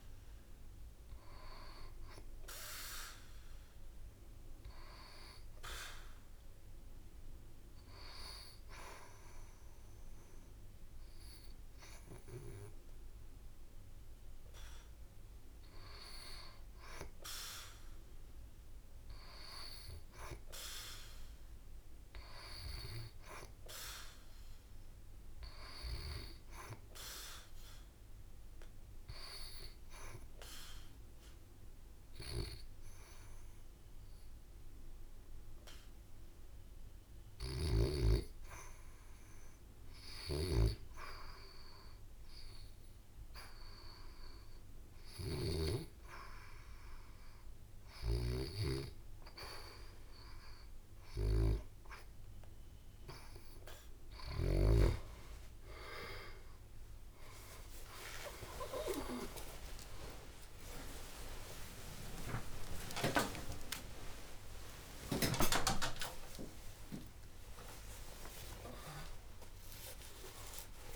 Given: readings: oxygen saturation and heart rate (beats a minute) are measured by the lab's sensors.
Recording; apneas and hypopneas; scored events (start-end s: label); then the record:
a person partly awake in a sleep study, by a room microphone; 2
0.00-14.50 s: oxygen desaturation (device-marked, oxygen 79% lowest, heart rate 71 extreme)
3.50-14.50 s: hypopnea (oxygen 86% before, 79% lowest, heart rate 81 before, 71 extreme, up 0 after)
15.00-19.00 s: arousal
27.00-38.50 s: obstructive apnea (oxygen 90% before, 79% lowest, heart rate 72 before, 77 extreme, up 4 after)
30.50-38.50 s: oxygen desaturation (device-marked, oxygen 90% before, 85% lowest, heart rate 72 before, 77 extreme)
39.50-45.00 s: snoring (device-marked)
44.50-70.96 s: new sleep stage, awake
49.50-61.50 s: oxygen desaturation (device-marked, oxygen 88% before, 79% lowest, heart rate 78 before, 58 extreme)
54.50-56.00 s: leg movement (device-marked)
55.50-66.50 s: tachycardia (device-marked, heart rate 78 before, 139 extreme)
57.50-59.50 s: long interval between heartbeats (device-marked, heart rate 81 before, 96 extreme)
61.50-63.50 s: long interval between heartbeats (device-marked, heart rate 86 before, 116 extreme)
63.50-65.50 s: long interval between heartbeats (device-marked, heart rate 91 before, 139 extreme)
From the record:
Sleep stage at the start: N2 (light sleep); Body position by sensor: on the back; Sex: female